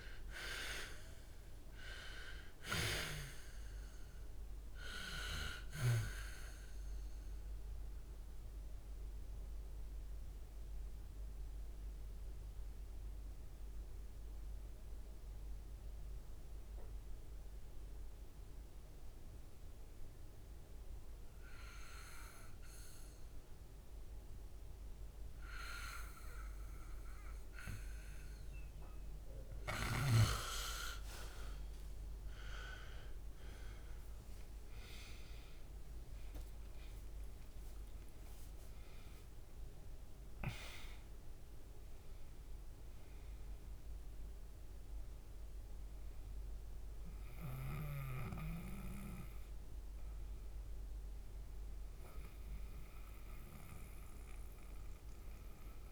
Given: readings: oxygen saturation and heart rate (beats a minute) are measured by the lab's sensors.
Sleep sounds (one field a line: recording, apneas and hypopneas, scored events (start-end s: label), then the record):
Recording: a person awake in a sleep study, by a room microphone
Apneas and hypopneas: 1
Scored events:
0.00-1.00 s: arousal
5.50-29.00 s: mixed apnea (oxygen 98% before, 90% lowest, heart rate 69 before, 65 extreme, up 10 after)
21.00-35.00 s: oxygen desaturation (device-marked, oxygen 94% before, 90% lowest, heart rate 70 before, 73 extreme)
23.00-55.92 s: new sleep stage, awake
49.00-55.92 s: oxygen desaturation (device-marked, oxygen 97% before, 91% lowest, heart rate 79 before, 76 extreme)
From the record:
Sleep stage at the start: N2 (light sleep)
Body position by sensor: on the back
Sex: male